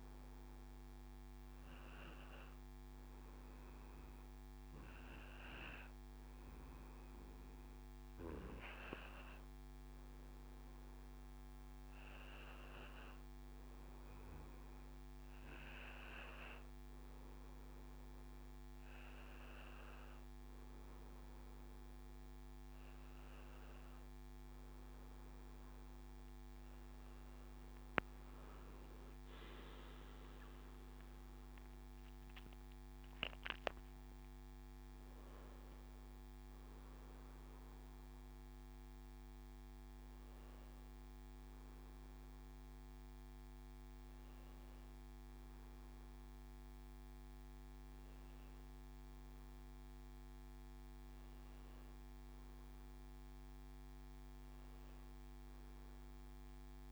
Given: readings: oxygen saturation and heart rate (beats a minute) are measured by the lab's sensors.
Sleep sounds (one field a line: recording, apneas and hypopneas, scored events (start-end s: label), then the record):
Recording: breathing in sleep, hard to hear, by a microphone on the trachea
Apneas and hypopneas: none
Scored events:
30.00-33.50 s: arousal
From the record:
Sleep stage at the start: N2 (light sleep)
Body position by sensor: on the back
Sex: male